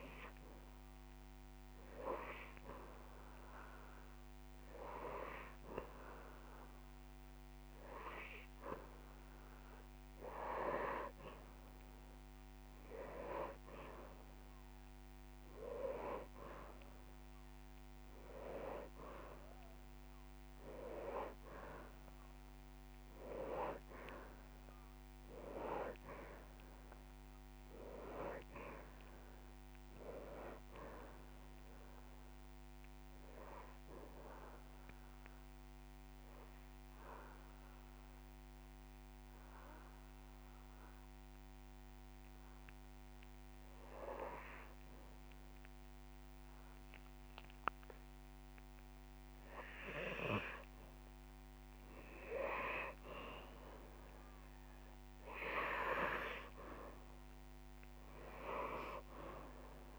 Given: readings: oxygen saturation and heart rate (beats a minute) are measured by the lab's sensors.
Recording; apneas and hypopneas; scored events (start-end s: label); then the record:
breathing in sleep by a microphone on the trachea; 1
0.00-5.00 s: drop in pulse transit time (device-marked)
1.00-3.00 s: long interval between heartbeats (device-marked)
5.00-37.00 s: oxygen desaturation (device-marked, oxygen 100% before, 95% lowest)
12.50-14.50 s: long interval between heartbeats (device-marked)
26.50-28.50 s: long interval between heartbeats (device-marked)
26.50-30.00 s: arousal
32.00-44.00 s: drop in pulse transit time (device-marked)
33.50-48.50 s: obstructive apnea (oxygen 99% before, 92% lowest)
39.00-41.00 s: long interval between heartbeats (device-marked)
52.50-55.50 s: arousal
56.00-59.99 s: oxygen desaturation (device-marked, oxygen 98% before, 92% lowest)
From the record:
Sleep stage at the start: N2 (light sleep); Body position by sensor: on the back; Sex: male